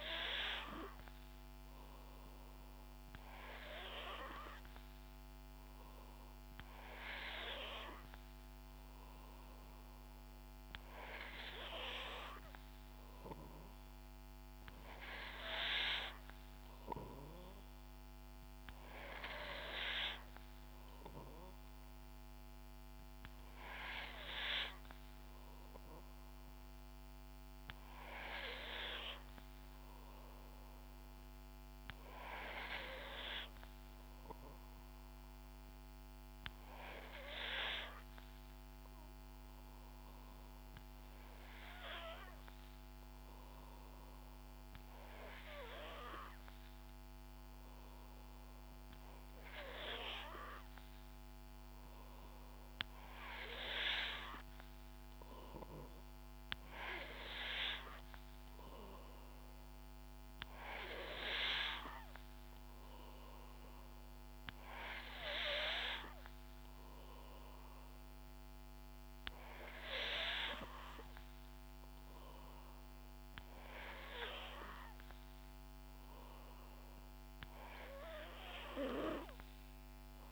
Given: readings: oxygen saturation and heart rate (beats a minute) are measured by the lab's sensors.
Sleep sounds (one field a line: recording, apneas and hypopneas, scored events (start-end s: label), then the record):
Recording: breathing in sleep by a microphone on the trachea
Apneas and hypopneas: 1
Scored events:
30.50-34.00 s: arousal
38.00-51.50 s: hypopnea (oxygen 92% before, 89% lowest, heart rate 66 before, 63 extreme, up 6 after)
54.00-58.00 s: arousal
From the record:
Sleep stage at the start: N3 (deep sleep)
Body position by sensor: on the back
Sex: female